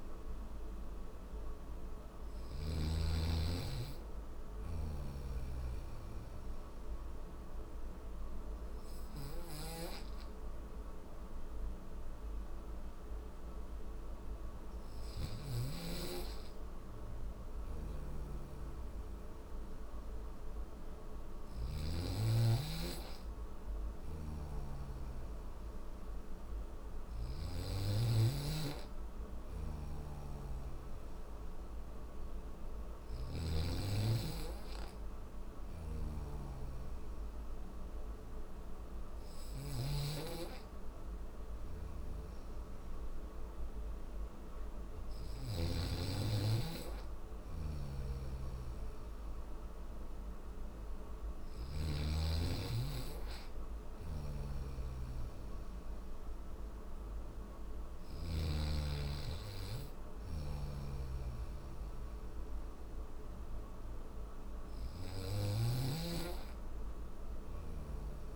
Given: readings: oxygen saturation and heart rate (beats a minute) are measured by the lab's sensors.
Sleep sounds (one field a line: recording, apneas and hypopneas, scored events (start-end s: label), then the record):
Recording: breathing in sleep by a room microphone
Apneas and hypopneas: none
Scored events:
0.00-1.50 s: snoring (device-marked)
3.50-14.50 s: snoring (device-marked)
16.50-20.50 s: snoring (device-marked)
22.50-26.50 s: snoring (device-marked)
28.50-32.50 s: snoring (device-marked)
34.50-44.50 s: snoring (device-marked)
46.50-50.50 s: snoring (device-marked)
52.50-57.00 s: snoring (device-marked)
59.00-64.50 s: snoring (device-marked)
From the record:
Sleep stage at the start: N1 (lightest sleep)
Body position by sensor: on the back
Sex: male